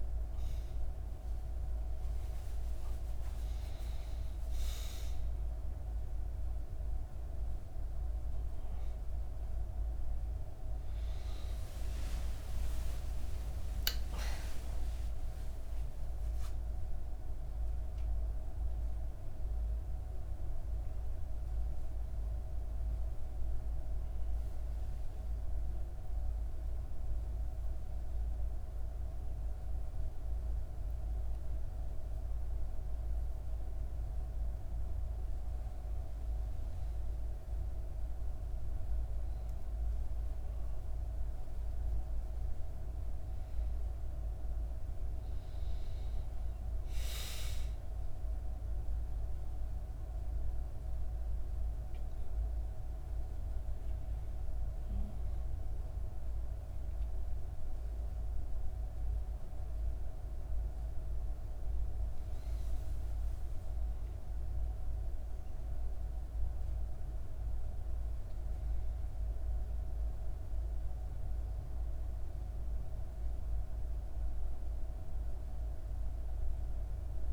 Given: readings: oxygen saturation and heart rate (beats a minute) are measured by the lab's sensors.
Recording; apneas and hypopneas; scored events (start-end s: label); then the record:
a person awake in a sleep study, hard to hear, by a room microphone; none
none scored
From the record:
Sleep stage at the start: awake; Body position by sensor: on the back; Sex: female